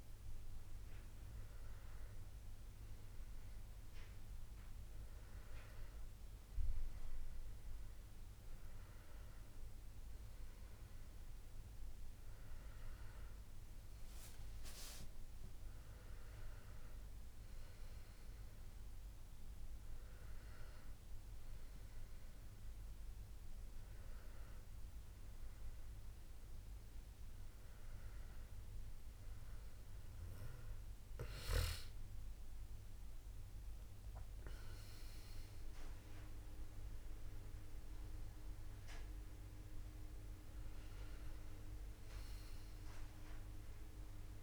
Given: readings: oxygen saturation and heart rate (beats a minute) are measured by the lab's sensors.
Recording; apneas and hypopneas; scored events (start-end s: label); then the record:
breathing in sleep by a room microphone; none
none scored
From the record:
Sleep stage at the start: N1 (lightest sleep); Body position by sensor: on the back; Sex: male